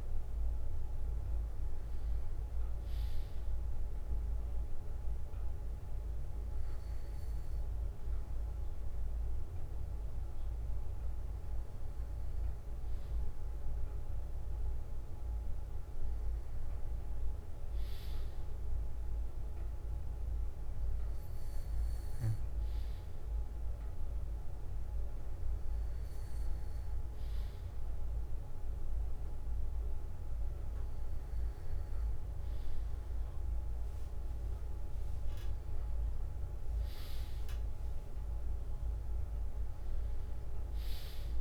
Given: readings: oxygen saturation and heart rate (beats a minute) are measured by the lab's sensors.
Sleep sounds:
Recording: breathing in sleep, hard to hear, by a room microphone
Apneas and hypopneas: none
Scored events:
0.00-2.00 s: bradycardia (device-marked, heart rate 60 before, 60 extreme)
7.00-9.00 s: bradycardia (device-marked, heart rate 60 before, 60 extreme)
31.00-33.00 s: bradycardia (device-marked, heart rate 60 before, 62 extreme)
From the record:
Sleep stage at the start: N2 (light sleep)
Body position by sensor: on the back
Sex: male

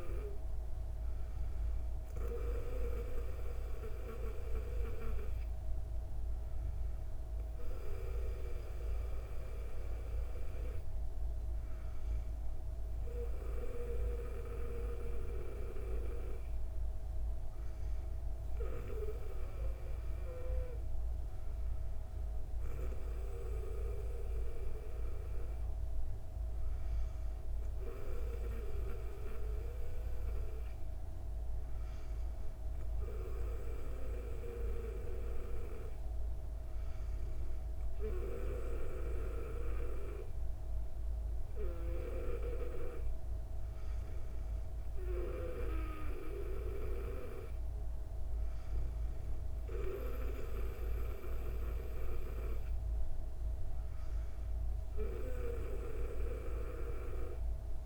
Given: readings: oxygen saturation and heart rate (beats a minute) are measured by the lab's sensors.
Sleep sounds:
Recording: breathing in sleep by a room microphone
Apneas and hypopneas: none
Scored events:
none scored
From the record:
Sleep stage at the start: N2 (light sleep)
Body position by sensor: on the back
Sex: female

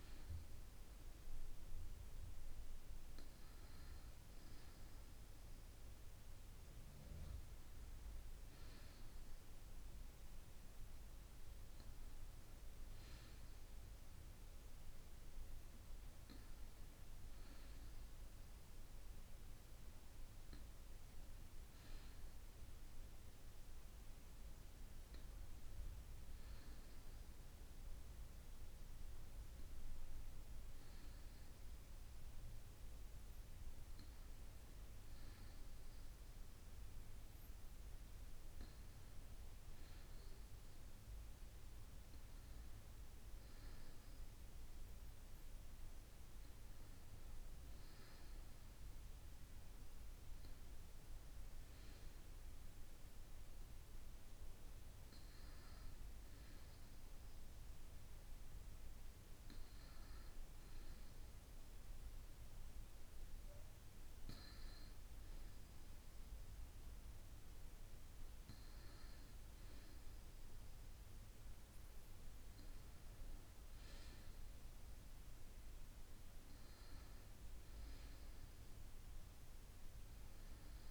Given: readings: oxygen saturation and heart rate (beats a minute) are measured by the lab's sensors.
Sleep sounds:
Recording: breathing in sleep, hard to hear, by a room microphone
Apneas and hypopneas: none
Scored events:
none scored
From the record:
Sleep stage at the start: N2 (light sleep)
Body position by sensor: on the right side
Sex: female

